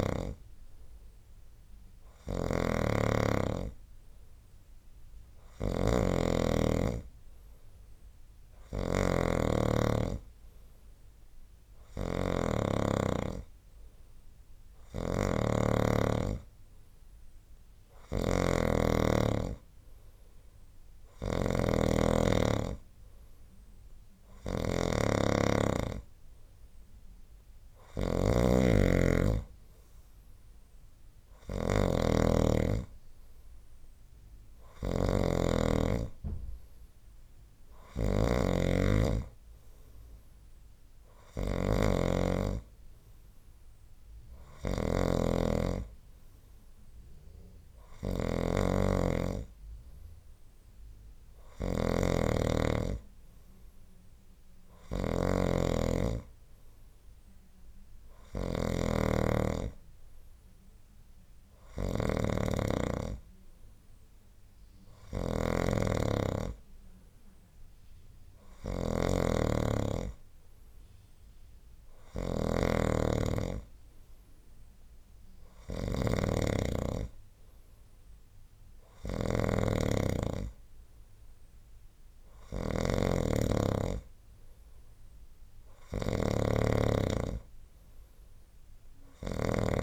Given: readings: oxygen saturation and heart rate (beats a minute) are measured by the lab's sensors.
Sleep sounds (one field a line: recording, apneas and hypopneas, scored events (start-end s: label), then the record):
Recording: breathing in sleep by a room microphone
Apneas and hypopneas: none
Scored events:
0.00-89.83 s: snoring (device-marked)
From the record:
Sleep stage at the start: N2 (light sleep)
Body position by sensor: on the right side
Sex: male